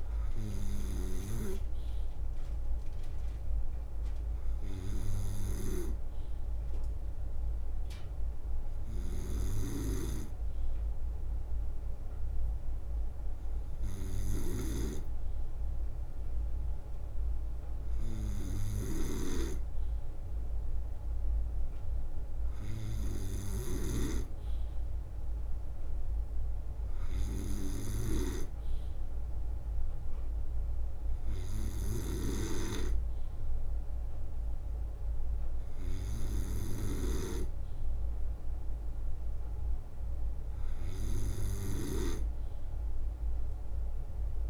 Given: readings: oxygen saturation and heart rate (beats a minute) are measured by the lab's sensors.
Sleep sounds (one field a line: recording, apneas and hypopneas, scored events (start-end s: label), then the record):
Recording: breathing in sleep by a room microphone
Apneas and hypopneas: none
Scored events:
0.00-4.00 s: drop in pulse transit time (device-marked, heart rate 64 extreme)
0.50-3.00 s: leg movement (device-marked)
5.00-44.50 s: snoring (device-marked)
20.00-22.00 s: leg movement (device-marked)
24.00-29.00 s: leg movement (device-marked)
33.50-41.50 s: leg movement (device-marked)
From the record:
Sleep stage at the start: N2 (light sleep)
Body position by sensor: on the right side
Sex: male